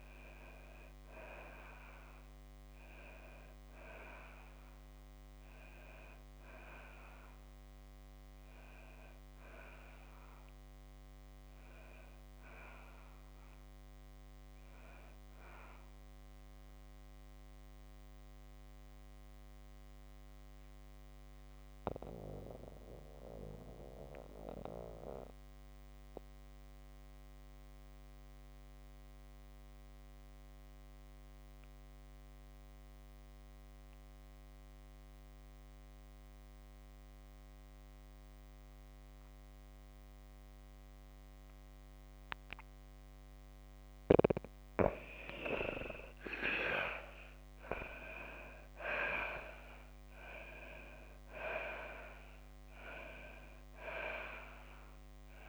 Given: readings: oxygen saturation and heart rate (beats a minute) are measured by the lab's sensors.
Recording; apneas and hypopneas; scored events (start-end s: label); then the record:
breathing in sleep by a microphone on the trachea; 1
0.00-38.00 s: oxygen desaturation (device-marked, oxygen 97% before, 86% lowest, heart rate 61 before, 55 extreme)
10.00-13.50 s: arousal
17.00-44.00 s: mixed apnea (oxygen 97% before, 83% lowest, heart rate 64 before, 55 extreme, up 9 after)
45.50-50.00 s: arousal
51.00-55.48 s: oxygen desaturation (device-marked, oxygen 98% before, 83% lowest, heart rate 67 before, 54 extreme)
From the record:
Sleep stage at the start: N2 (light sleep); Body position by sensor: on the back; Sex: female